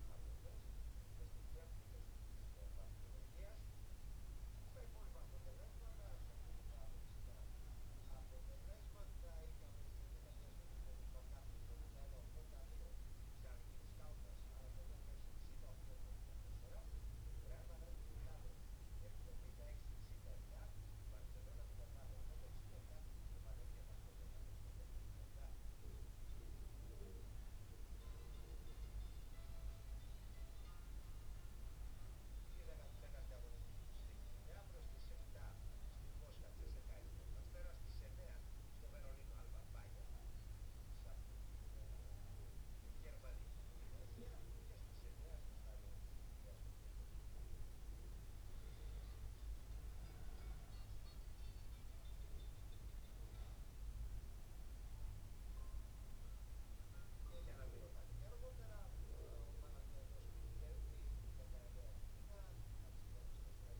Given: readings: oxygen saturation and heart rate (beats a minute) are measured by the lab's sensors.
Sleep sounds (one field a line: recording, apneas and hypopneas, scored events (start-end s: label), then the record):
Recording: breathing in sleep, hard to hear, by a room microphone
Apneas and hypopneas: 1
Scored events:
32.50-42.50 s: hypopnea (oxygen 97% before, 95% lowest, heart rate 66 before, 65 extreme, up 1 after)
45.00-49.00 s: arousal
From the record:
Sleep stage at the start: N2 (light sleep)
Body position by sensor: on the back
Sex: male